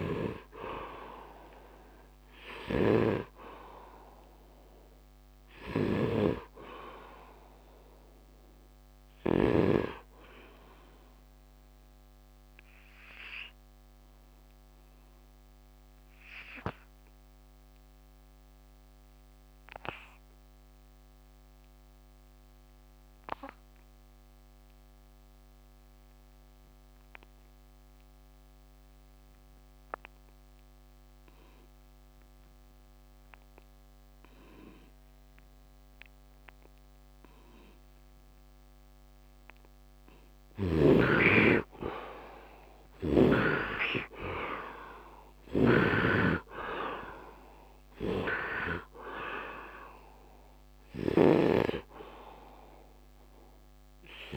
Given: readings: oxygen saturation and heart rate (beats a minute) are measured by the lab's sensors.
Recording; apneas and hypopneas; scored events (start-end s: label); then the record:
breathing in sleep by a microphone on the trachea; 1
0.00-16.00 s: oxygen desaturation (device-marked, oxygen 72% lowest, heart rate 74 extreme)
2.00-9.50 s: snoring (device-marked)
13.00-41.00 s: obstructive apnea (oxygen 96% before, 71% lowest, heart rate 88 before, 71 extreme, up 28 after)
31.00-54.37 s: oxygen desaturation (device-marked, oxygen 98% before, 73% lowest, heart rate 76 before, 69 extreme)
45.00-54.37 s: snoring (device-marked)
From the record:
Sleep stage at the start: N2 (light sleep); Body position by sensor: on the right side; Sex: male